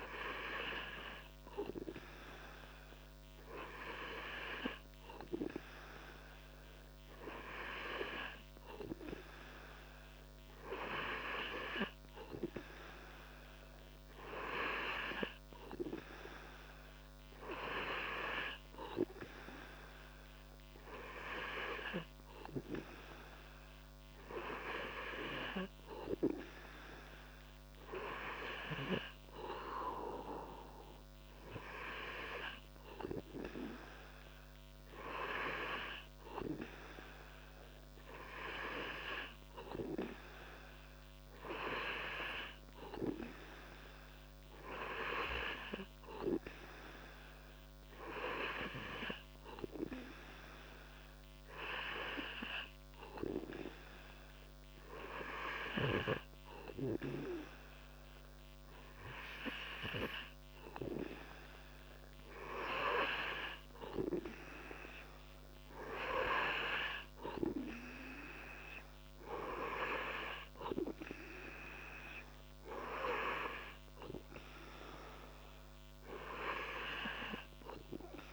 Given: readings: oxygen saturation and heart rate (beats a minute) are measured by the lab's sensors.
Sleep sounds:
breathing in sleep by a microphone on the trachea; none
none scored
From the record:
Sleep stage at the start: N2 (light sleep); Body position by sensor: on the back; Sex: male

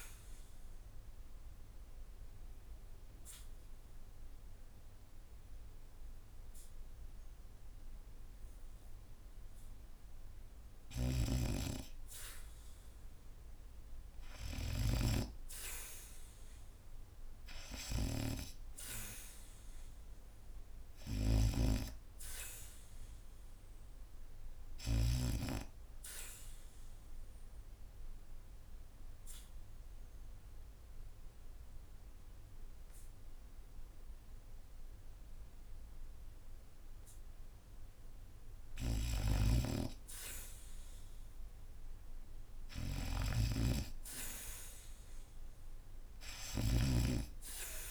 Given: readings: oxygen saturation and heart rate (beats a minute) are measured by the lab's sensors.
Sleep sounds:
breathing in sleep by a room microphone; 2
0.00-29.50 s: oxygen desaturation (device-marked, oxygen 75% lowest, heart rate 69 extreme)
1.00-11.50 s: obstructive apnea (oxygen 97% before, 72% lowest, heart rate 75 before, 70 extreme, up 0 after)
10.50-14.50 s: snoring (device-marked)
15.50-19.00 s: arousal
20.50-25.00 s: snoring (device-marked)
25.50-38.00 s: obstructive apnea (oxygen 92% before, 72% lowest, heart rate 74 before, 73 extreme)
31.50-43.50 s: oxygen desaturation (device-marked, oxygen 84% before, 78% lowest, heart rate 76 before, 73 extreme)
40.00-43.50 s: arousal
42.50-47.91 s: snoring (device-marked)
From the record:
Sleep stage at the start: N2 (light sleep); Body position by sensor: on the back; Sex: female

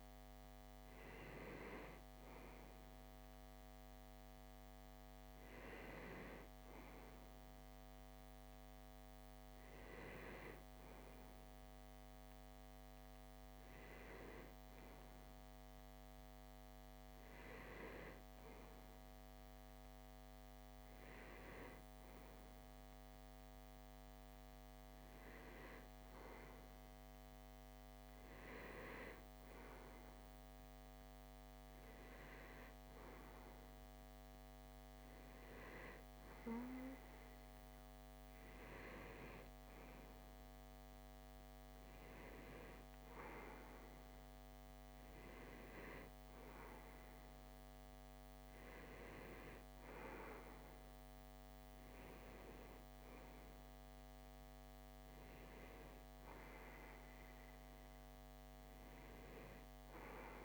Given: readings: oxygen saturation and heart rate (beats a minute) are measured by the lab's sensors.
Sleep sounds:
breathing in sleep by a microphone on the trachea; none
none scored
From the record:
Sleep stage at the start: REM sleep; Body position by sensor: on the left side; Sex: male

